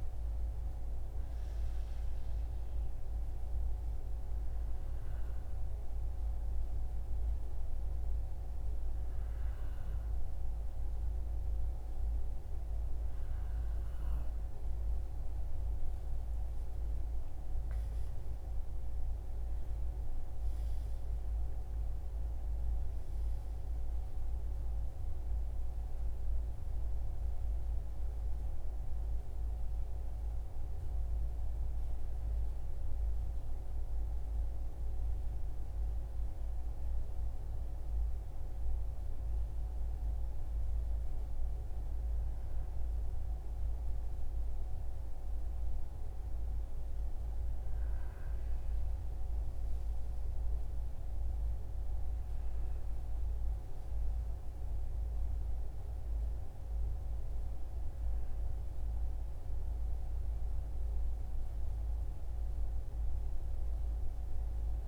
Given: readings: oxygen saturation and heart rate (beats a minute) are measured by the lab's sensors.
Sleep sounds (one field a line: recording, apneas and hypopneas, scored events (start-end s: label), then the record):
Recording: breathing in sleep, hard to hear, by a room microphone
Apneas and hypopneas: 1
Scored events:
5.00-15.00 s: hypopnea (oxygen 95% before, 94% lowest, heart rate 65 before, 63 extreme, up 8 after)
16.50-20.50 s: arousal
From the record:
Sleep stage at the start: N2 (light sleep)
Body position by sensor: on the right side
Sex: male